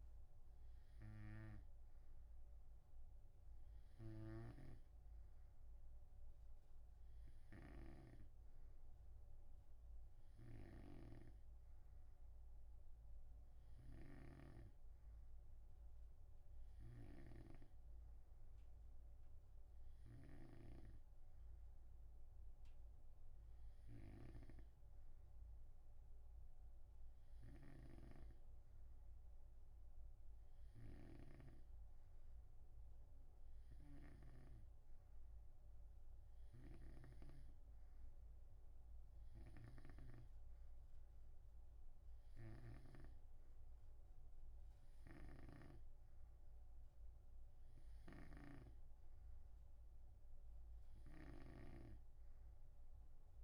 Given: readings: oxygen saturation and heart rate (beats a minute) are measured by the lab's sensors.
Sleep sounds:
breathing in sleep by a room microphone; none
0.00-21.00 s: snoring (device-marked)
27.50-40.50 s: snoring (device-marked)
42.50-53.44 s: snoring (device-marked)
From the record:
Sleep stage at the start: N2 (light sleep); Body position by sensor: on the right side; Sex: male

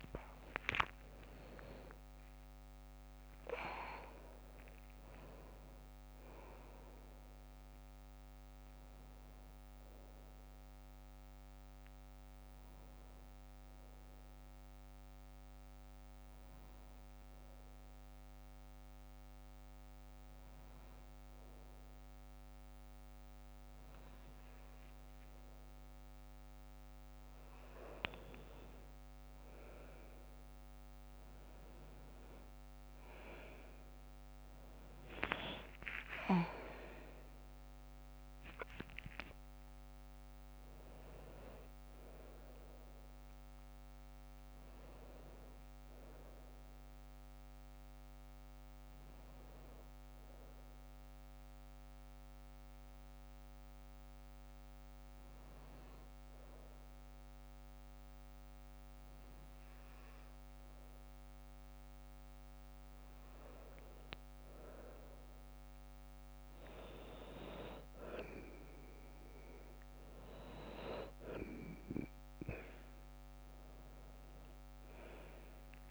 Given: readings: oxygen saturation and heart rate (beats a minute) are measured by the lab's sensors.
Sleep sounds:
breathing in sleep by a microphone on the trachea; 2
0.00-17.00 s: oxygen desaturation (device-marked, oxygen 97% before, 93% lowest, heart rate 60 before, 52 extreme)
14.00-27.50 s: hypopnea (oxygen 97% before, 91% lowest, heart rate 63 before, 52 extreme, up 8 after)
28.00-55.00 s: oxygen desaturation (device-marked, oxygen 97% before, 91% lowest, heart rate 54 before, 53 extreme)
29.50-34.50 s: arousal
48.00-75.91 s: new sleep stage, N2 (light sleep)
51.50-62.50 s: hypopnea (oxygen 96% before, 92% lowest, heart rate 59 before, 53 extreme, up 4 after)
70.00-75.91 s: oxygen desaturation (device-marked, oxygen 97% before, 92% lowest, heart rate 55 before, 51 extreme)
From the record:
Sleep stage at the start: N1 (lightest sleep); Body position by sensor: on the back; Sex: female

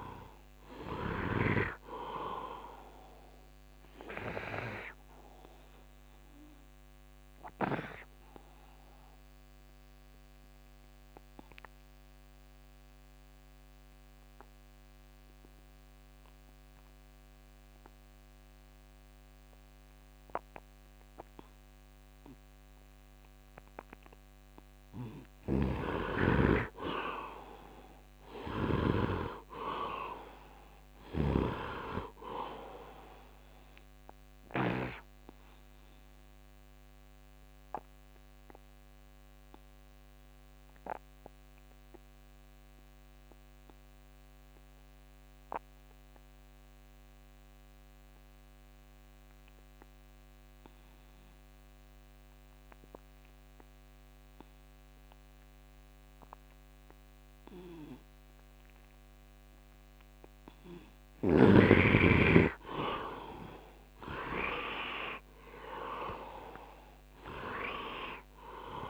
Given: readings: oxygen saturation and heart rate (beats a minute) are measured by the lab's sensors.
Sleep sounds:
breathing in sleep by a microphone on the trachea; 2
0.00-1.50 s: snoring (device-marked)
0.00-20.50 s: oxygen desaturation (device-marked, oxygen 83% lowest, heart rate 73 extreme)
5.00-23.50 s: obstructive apnea (oxygen 99% before, 78% lowest, heart rate 79 before, 73 extreme, up 8 after)
25.50-29.00 s: snoring (device-marked)
26.00-30.00 s: arousal
30.50-51.50 s: oxygen desaturation (device-marked, oxygen 99% before, 84% lowest, heart rate 78 before, 73 extreme)
35.00-59.50 s: obstructive apnea (oxygen 99% before, 78% lowest, heart rate 80 before, 72 extreme, up 7 after)
60.50-68.90 s: oxygen desaturation (device-marked, oxygen 99% before, 78% lowest, heart rate 76 before, 72 extreme)
61.50-65.50 s: arousal
From the record:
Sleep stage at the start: N2 (light sleep); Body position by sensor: on the right side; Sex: male

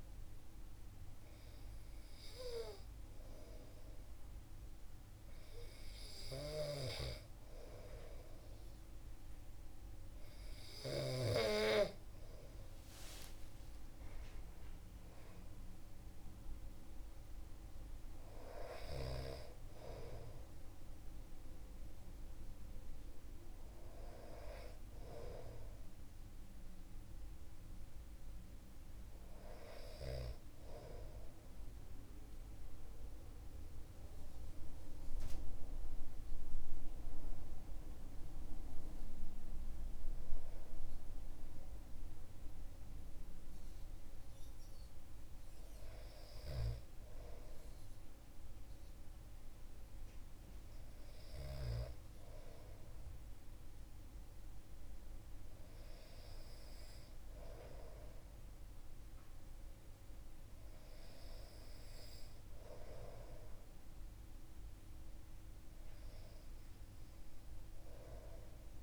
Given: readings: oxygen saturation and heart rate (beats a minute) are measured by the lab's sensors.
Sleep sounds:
breathing in sleep by a room microphone; none
12.00-15.50 s: arousal
From the record:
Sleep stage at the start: N2 (light sleep); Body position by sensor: on the back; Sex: male

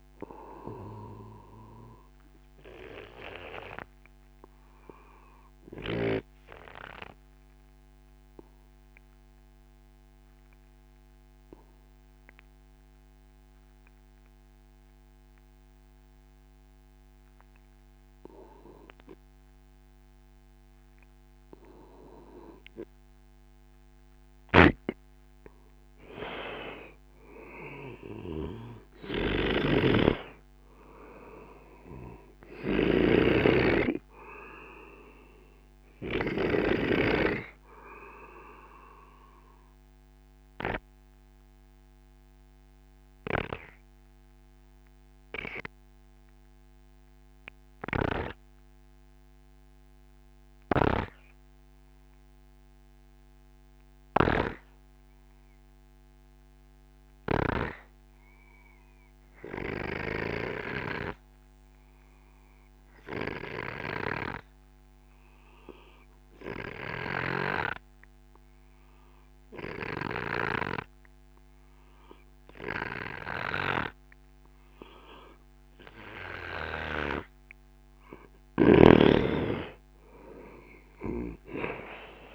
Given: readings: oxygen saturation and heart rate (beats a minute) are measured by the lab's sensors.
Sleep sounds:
breathing in sleep by a microphone on the trachea; 2
3.50-23.00 s: obstructive apnea (oxygen 97% before, 91% lowest, heart rate 70 before, 56 extreme, up 0 after)
24.00-36.50 s: snoring (device-marked)
26.00-29.50 s: arousal
33.00-75.50 s: obstructive apnea (oxygen 96% before, 91% lowest)
35.00-53.00 s: oxygen desaturation (device-marked, oxygen 96% before, 91% lowest, heart rate 65 before, 34 extreme)
68.00-82.35 s: oxygen desaturation (device-marked, oxygen 97% before, 92% lowest)
78.00-81.00 s: arousal
From the record:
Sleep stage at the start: N2 (light sleep); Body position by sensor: on the right side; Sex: male

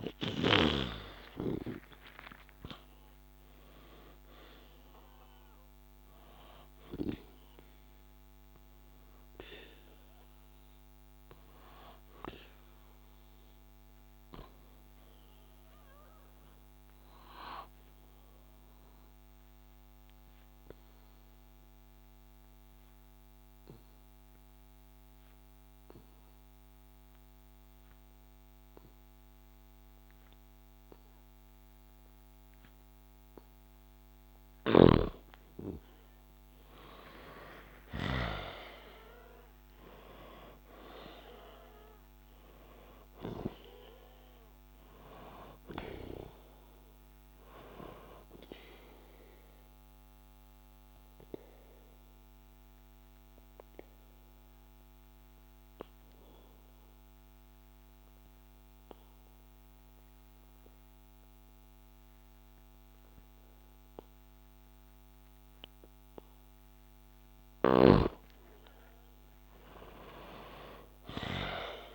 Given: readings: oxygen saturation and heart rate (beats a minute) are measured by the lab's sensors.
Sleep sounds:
breathing in sleep by a microphone on the trachea; 2
0.00-3.00 s: arousal
4.50-27.50 s: oxygen desaturation (device-marked, oxygen 98% before, 92% lowest, heart rate 62 before, 55 extreme)
18.00-35.00 s: obstructive apnea (oxygen 98% before, 92% lowest, heart rate 64 before, 55 extreme, up 6 after)
37.50-42.00 s: arousal
43.50-64.50 s: oxygen desaturation (device-marked, oxygen 98% before, 92% lowest, heart rate 60 before, 55 extreme)
50.00-67.00 s: obstructive apnea (oxygen 98% before, 92% lowest, heart rate 59 before, 55 extreme, up 1 after)
69.50-71.94 s: arousal
From the record:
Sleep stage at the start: N2 (light sleep); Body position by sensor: on the back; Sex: male

